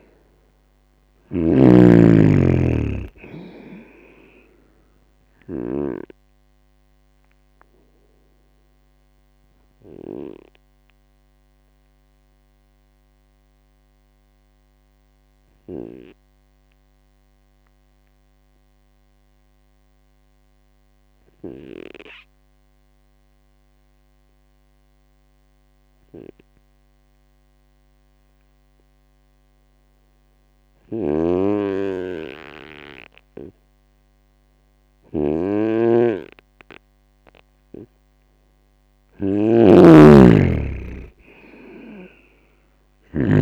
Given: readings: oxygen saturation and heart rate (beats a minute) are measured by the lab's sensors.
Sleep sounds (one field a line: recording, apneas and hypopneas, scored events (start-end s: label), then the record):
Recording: breathing in sleep by a microphone on the trachea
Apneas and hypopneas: 1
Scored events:
0.00-6.00 s: snoring (device-marked)
9.50-36.50 s: obstructive apnea (oxygen 99% before, 94% lowest, heart rate 61 before, 56 extreme, up 9 after)
31.00-43.42 s: snoring (device-marked)
39.00-43.42 s: arousal
From the record:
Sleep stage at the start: N2 (light sleep)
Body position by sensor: on the right side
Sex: male